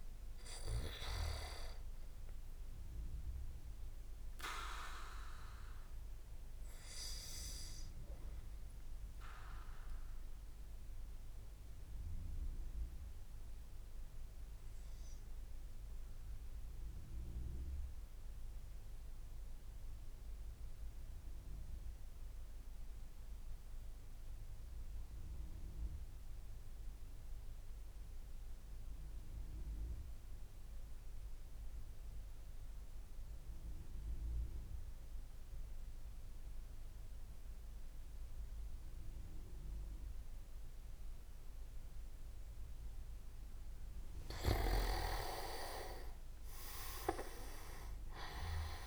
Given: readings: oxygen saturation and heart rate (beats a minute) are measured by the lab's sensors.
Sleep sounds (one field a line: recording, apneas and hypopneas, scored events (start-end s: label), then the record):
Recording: breathing in sleep by a room microphone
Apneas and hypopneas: 1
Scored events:
8.00-43.00 s: mixed apnea (oxygen 98% before, 93% lowest, heart rate 55 before, 45 extreme, up 24 after)
38.50-48.87 s: oxygen desaturation (device-marked, oxygen 99% before, 94% lowest, heart rate 67 before, 45 extreme)
44.00-46.00 s: leg movement (device-marked)
45.00-48.87 s: arousal
From the record:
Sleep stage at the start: N2 (light sleep)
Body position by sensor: on the back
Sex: male